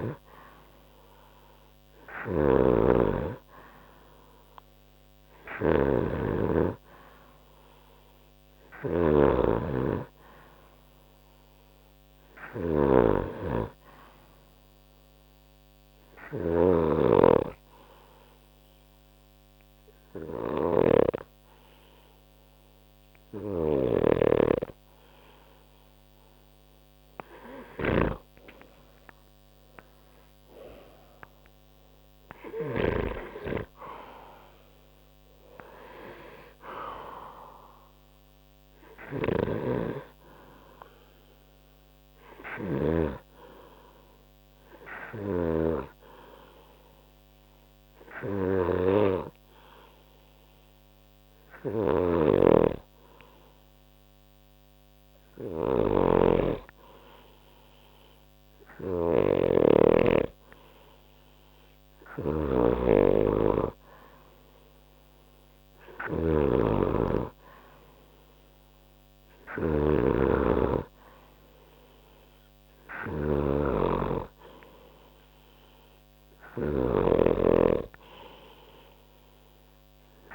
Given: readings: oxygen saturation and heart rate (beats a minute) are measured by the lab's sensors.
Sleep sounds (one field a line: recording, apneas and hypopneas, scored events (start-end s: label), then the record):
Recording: breathing in sleep by a microphone on the trachea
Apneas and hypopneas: 2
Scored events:
0.00-33.00 s: snoring (device-marked)
15.50-28.00 s: hypopnea (oxygen 94% before, 91% lowest, heart rate 65 before, 63 extreme, up 31 after)
29.00-33.50 s: arousal
39.50-46.00 s: snoring (device-marked)
46.00-57.00 s: hypopnea (oxygen 94% before, 91% lowest, heart rate 74 before, 54 extreme, up 1 after)
52.00-80.35 s: snoring (device-marked)
58.50-62.00 s: arousal
From the record:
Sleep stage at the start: N2 (light sleep)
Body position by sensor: on the right side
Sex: male